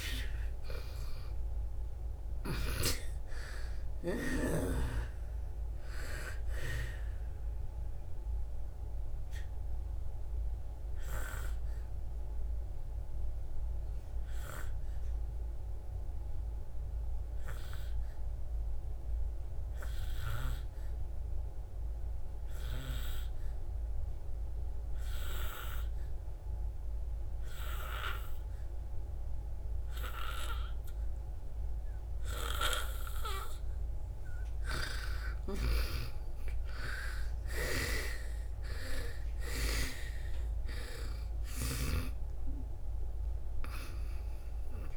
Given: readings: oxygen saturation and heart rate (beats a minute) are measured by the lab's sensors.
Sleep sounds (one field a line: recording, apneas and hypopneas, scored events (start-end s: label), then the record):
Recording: breathing in sleep by a room microphone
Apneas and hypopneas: 1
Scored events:
0.00-3.00 s: arousal
4.00-30.00 s: oxygen desaturation (device-marked, oxygen 97% before, 85% lowest, heart rate 66 before, 57 extreme)
7.00-34.00 s: obstructive apnea (oxygen 98% before, 85% lowest, heart rate 68 before, 56 extreme, up 8 after)
35.50-40.50 s: arousal
41.00-44.97 s: oxygen desaturation (device-marked, oxygen 97% before, 92% lowest, heart rate 63 before, 56 extreme)
From the record:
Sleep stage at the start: N2 (light sleep)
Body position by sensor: on the back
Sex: female